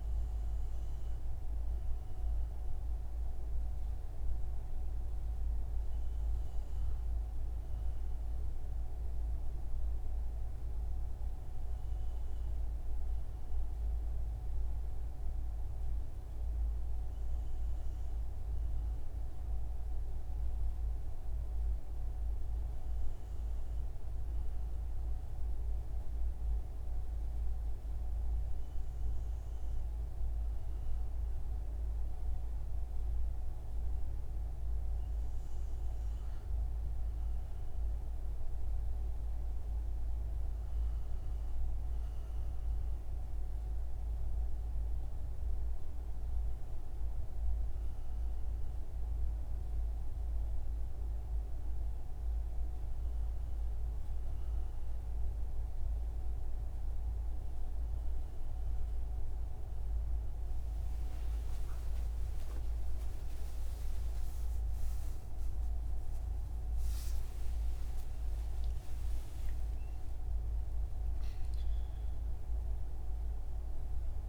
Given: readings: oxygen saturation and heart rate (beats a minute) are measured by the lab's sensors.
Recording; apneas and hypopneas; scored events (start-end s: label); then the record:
breathing in sleep, hard to hear, by a room microphone; none
65.50-70.00 s: arousal
From the record:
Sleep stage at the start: REM sleep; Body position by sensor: on the front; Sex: male